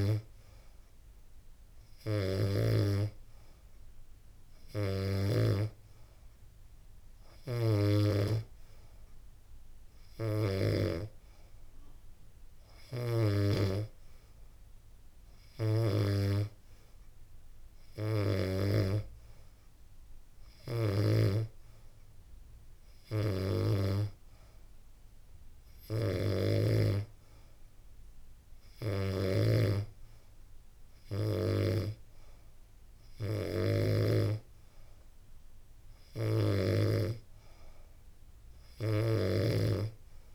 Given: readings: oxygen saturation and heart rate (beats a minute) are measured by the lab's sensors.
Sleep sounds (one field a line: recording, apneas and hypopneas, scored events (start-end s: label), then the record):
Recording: breathing in sleep by a room microphone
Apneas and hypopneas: none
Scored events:
none scored
From the record:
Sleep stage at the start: N3 (deep sleep)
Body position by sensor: on the back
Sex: female